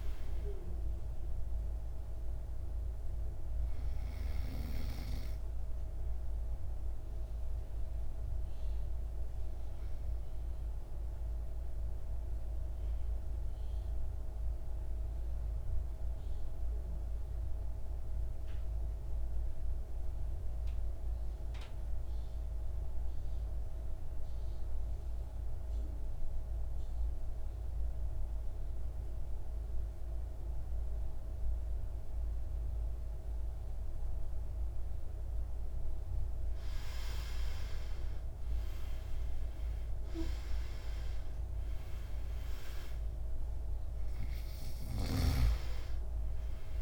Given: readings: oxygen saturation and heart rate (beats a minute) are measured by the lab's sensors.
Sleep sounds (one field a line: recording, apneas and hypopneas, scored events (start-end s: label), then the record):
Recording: breathing in sleep, hard to hear, by a room microphone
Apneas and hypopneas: 1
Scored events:
0.00-25.00 s: oxygen desaturation (device-marked, oxygen 77% lowest, heart rate 51 extreme)
6.00-35.00 s: obstructive apnea (oxygen 100% before, 77% lowest, heart rate 64 before, 51 extreme, up 12 after)
35.00-46.82 s: oxygen desaturation (device-marked, oxygen 100% before, 79% lowest, heart rate 58 before, 52 extreme)
37.50-41.50 s: arousal
From the record:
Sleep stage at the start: N2 (light sleep)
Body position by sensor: on the back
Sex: male